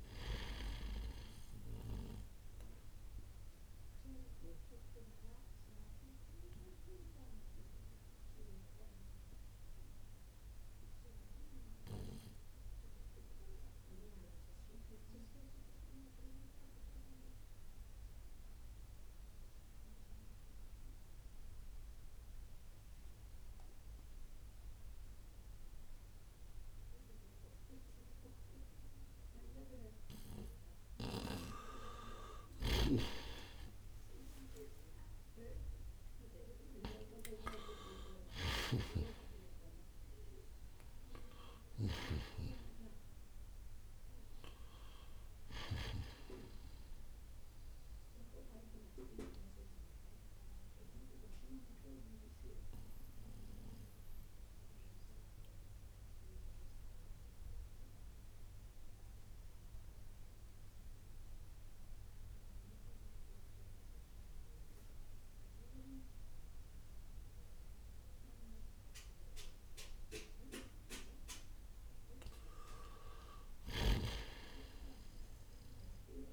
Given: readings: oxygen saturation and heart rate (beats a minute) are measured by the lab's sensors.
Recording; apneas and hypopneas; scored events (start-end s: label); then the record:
breathing in sleep by a room microphone; 2
0.00-25.00 s: oxygen desaturation (device-marked, oxygen 86% lowest, heart rate 64 extreme)
4.50-29.00 s: central apnea (oxygen 97% before, 82% lowest, heart rate 66 before, 64 extreme, up 9 after)
32.00-36.50 s: arousal
33.00-69.00 s: oxygen desaturation (device-marked, oxygen 94% before, 82% lowest, heart rate 64 before, 61 extreme)
38.50-42.50 s: snoring (device-marked)
48.00-71.00 s: mixed apnea (oxygen 94% before, 82% lowest, heart rate 72 before, 61 extreme, up 17 after)
73.50-76.33 s: arousal
From the record:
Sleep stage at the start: N2 (light sleep); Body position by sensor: on the right side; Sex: male